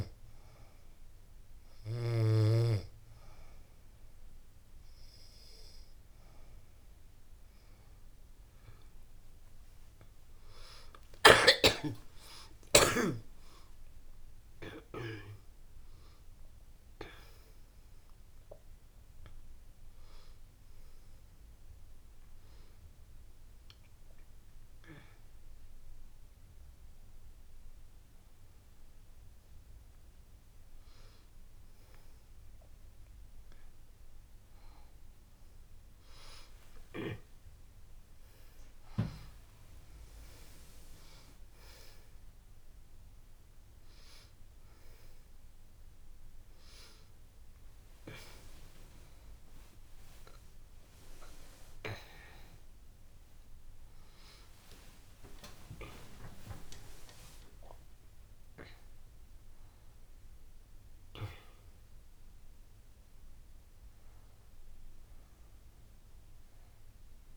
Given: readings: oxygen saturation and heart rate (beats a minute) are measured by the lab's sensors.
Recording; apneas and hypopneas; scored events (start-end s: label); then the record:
a person partly awake in a sleep study, by a room microphone; none
38.00-67.37 s: new sleep stage, awake
From the record:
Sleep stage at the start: N2 (light sleep); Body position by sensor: on the back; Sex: female